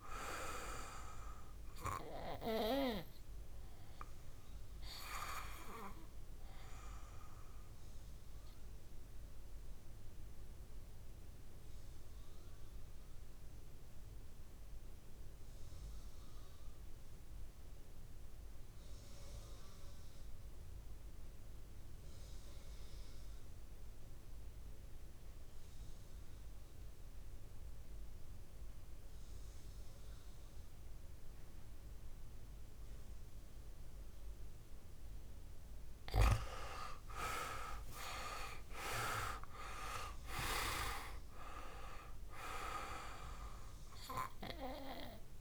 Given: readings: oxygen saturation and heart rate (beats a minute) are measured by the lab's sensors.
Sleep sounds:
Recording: breathing in sleep by a room microphone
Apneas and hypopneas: 1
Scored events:
0.00-13.50 s: oxygen desaturation (device-marked, oxygen 90% lowest, heart rate 54 extreme)
8.50-34.00 s: obstructive apnea (oxygen 98% before, 89% lowest, heart rate 62 before, 54 extreme, up 10 after)
32.50-45.41 s: oxygen desaturation (device-marked, oxygen 99% before, 90% lowest, heart rate 57 before, 54 extreme)
37.00-41.50 s: arousal
From the record:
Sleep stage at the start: N2 (light sleep)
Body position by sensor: on the back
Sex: male

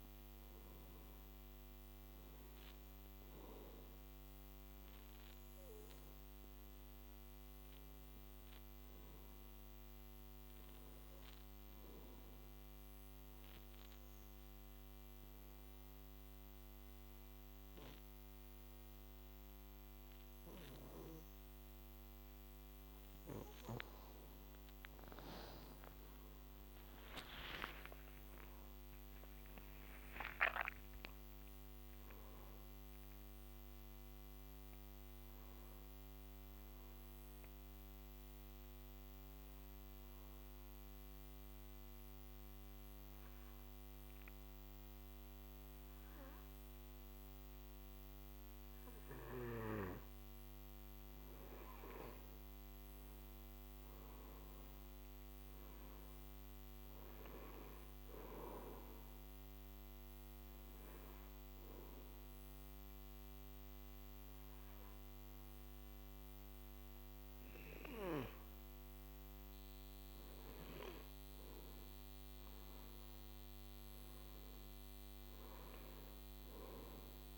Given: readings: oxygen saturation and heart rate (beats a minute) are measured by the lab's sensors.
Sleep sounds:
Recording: breathing in sleep by a microphone on the trachea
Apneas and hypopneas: 3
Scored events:
0.00-1.00 s: arousal
3.00-16.00 s: oxygen desaturation (device-marked, oxygen 97% before, 94% lowest, heart rate 59 before, 55 extreme)
13.50-23.50 s: obstructive apnea (oxygen 97% before, 92% lowest, heart rate 62 before, 49 extreme, up 21 after)
25.50-31.00 s: arousal
31.00-54.00 s: oxygen desaturation (device-marked, oxygen 97% before, 92% lowest, heart rate 63 before, 49 extreme)
38.50-50.00 s: obstructive apnea (oxygen 97% before, 92% lowest, heart rate 68 before, 49 extreme, up 16 after)
52.50-56.00 s: arousal
59.00-69.00 s: oxygen desaturation (device-marked, oxygen 98% before, 92% lowest, heart rate 57 before, 52 extreme)
59.50-69.50 s: hypopnea (oxygen 98% before, 92% lowest, heart rate 57 before, 52 extreme, up 14 after)
72.00-75.00 s: arousal
From the record:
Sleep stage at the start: N2 (light sleep)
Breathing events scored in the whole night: 169 in 4.0 hours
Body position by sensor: on the back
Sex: male

